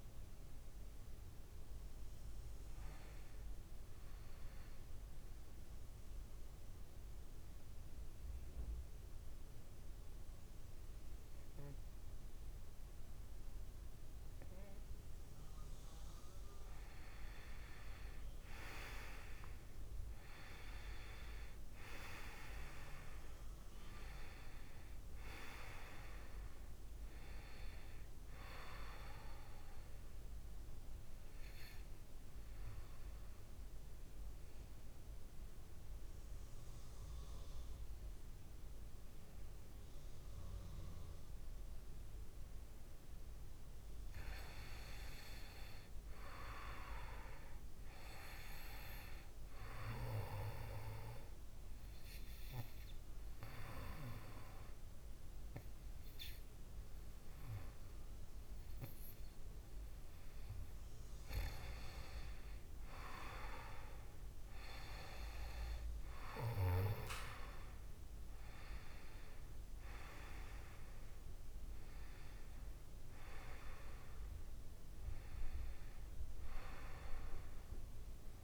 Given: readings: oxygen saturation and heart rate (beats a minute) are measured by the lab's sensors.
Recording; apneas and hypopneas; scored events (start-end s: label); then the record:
breathing in sleep by a room microphone; 3
2.50-16.50 s: obstructive apnea (oxygen 98% before, 93% lowest, heart rate 59 before, 58 extreme, up 3 after)
14.50-35.50 s: oxygen desaturation (device-marked, oxygen 98% before, 93% lowest, heart rate 58 before, 58 extreme)
18.00-22.00 s: arousal
30.50-43.50 s: obstructive apnea (oxygen 98% before, 94% lowest, heart rate 60 before, 59 extreme, up 6 after)
45.50-48.00 s: arousal
47.50-59.50 s: oxygen desaturation (device-marked, oxygen 97% before, 94% lowest, heart rate 60 before, 57 extreme)
51.50-62.00 s: obstructive apnea (oxygen 97% before, 94% lowest, heart rate 61 before, 57 extreme, up 6 after)
68.50-72.00 s: arousal
From the record:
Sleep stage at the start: N2 (light sleep); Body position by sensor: on the back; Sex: male